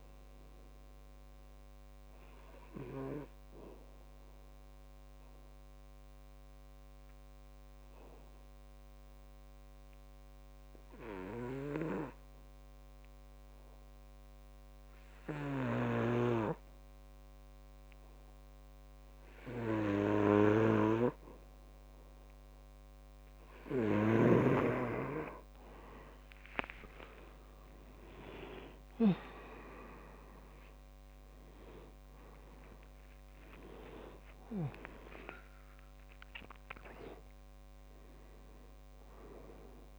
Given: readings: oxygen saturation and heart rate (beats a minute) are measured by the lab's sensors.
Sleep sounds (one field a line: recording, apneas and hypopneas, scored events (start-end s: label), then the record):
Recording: breathing in sleep by a microphone on the trachea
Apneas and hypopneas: 1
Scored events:
0.00-10.50 s: oxygen desaturation (device-marked, oxygen 91% lowest, heart rate 63 extreme)
2.00-24.00 s: obstructive apnea (oxygen 98% before, 89% lowest, heart rate 68 before, 63 extreme, up 7 after)
25.50-39.98 s: oxygen desaturation (device-marked, oxygen 98% before, 89% lowest, heart rate 66 before, 63 extreme)
30.00-34.50 s: arousal
From the record:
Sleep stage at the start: N2 (light sleep)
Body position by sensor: on the back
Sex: male